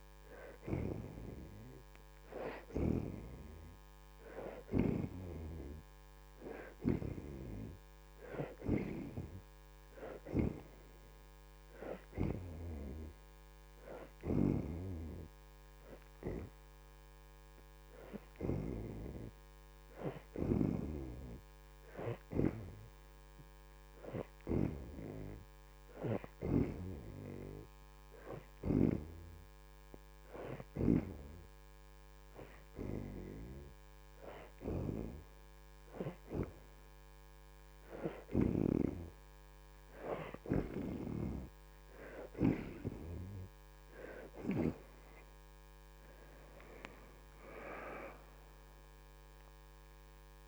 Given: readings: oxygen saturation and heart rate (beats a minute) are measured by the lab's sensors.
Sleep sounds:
breathing in sleep by a microphone on the trachea; none
0.00-4.00 s: oxygen desaturation (device-marked, oxygen 67% lowest, heart rate 86 extreme)
12.00-25.00 s: oxygen desaturation (device-marked, oxygen 71% before, 65% lowest, heart rate 87 before, 87 extreme)
32.00-40.00 s: oxygen desaturation (device-marked, oxygen 69% before, 63% lowest, heart rate 88 before, 82 extreme)
47.00-50.48 s: arousal
From the record:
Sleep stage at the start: N2 (light sleep); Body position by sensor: on the back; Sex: female

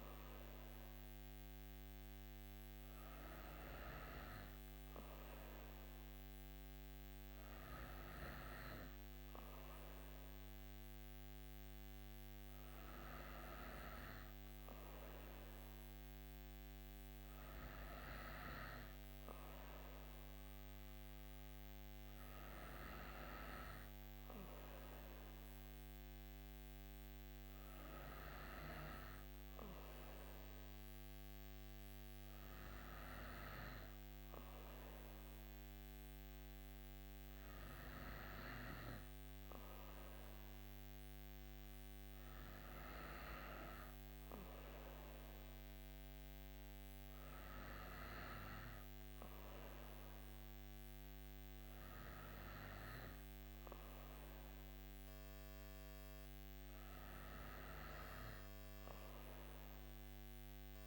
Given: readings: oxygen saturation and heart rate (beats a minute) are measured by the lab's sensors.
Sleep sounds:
breathing in sleep by a microphone on the trachea; none
38.50-60.87 s: new sleep stage, N3 (deep sleep)
From the record:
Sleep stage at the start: N2 (light sleep); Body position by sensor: on the right side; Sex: female

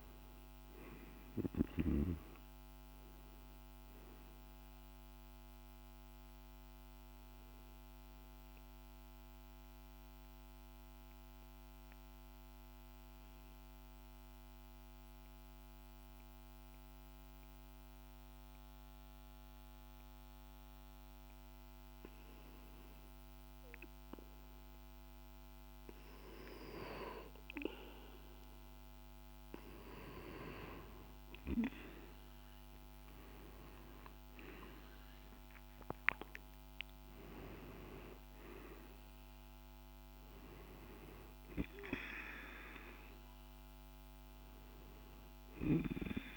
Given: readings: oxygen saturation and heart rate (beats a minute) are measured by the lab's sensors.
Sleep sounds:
breathing in sleep by a microphone on the trachea; 1
2.50-46.37 s: new sleep stage, N2 (light sleep)
8.50-22.50 s: mixed apnea (oxygen 98% before, 92% lowest, heart rate 61 before, 48 extreme, up 3 after)
25.50-30.00 s: arousal
26.50-46.37 s: oxygen desaturation (device-marked, oxygen 98% before, 92% lowest, heart rate 49 before, 50 extreme)
From the record:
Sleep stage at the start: N1 (lightest sleep); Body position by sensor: on the back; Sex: male

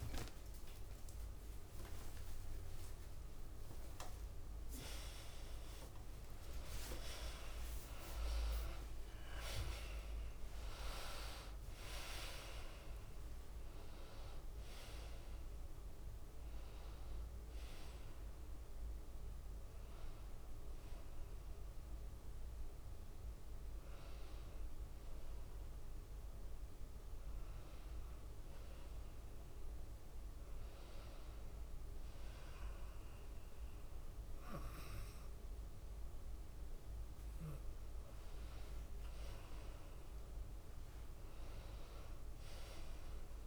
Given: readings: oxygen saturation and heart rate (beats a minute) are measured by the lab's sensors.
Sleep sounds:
breathing in sleep by a room microphone; none
0.00-1.00 s: long interval between heartbeats (device-marked, heart rate 143 extreme)
3.00-6.00 s: bradycardia (device-marked, heart rate 109 before, 67 extreme)
6.00-10.00 s: arousal
9.00-43.47 s: tachycardia (device-marked, heart rate 108 before, 187 extreme)
9.50-11.50 s: long interval between heartbeats (device-marked, heart rate 108 before, 67 extreme)
13.00-23.00 s: drop in pulse transit time (device-marked, heart rate 103 before, 109 extreme)
15.00-17.00 s: long interval between heartbeats (device-marked, heart rate 103 before, 116 extreme)
15.00-27.00 s: oxygen desaturation (device-marked, oxygen 96% before, 92% lowest, heart rate 103 before, 109 extreme)
17.00-19.00 s: long interval between heartbeats (device-marked, heart rate 99 before, 117 extreme)
27.50-29.50 s: long interval between heartbeats (device-marked, heart rate 101 before, 113 extreme)
30.50-32.50 s: long interval between heartbeats (device-marked, heart rate 111 before, 121 extreme)
32.50-34.50 s: long interval between heartbeats (device-marked, heart rate 115 before, 128 extreme)
34.00-43.47 s: oxygen desaturation (device-marked, oxygen 96% before, 90% lowest, heart rate 117 before, 108 extreme)
34.50-36.50 s: long interval between heartbeats (device-marked, heart rate 117 before, 140 extreme)
42.00-43.47 s: arousal
From the record:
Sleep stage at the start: N2 (light sleep); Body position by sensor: on the left side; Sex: female

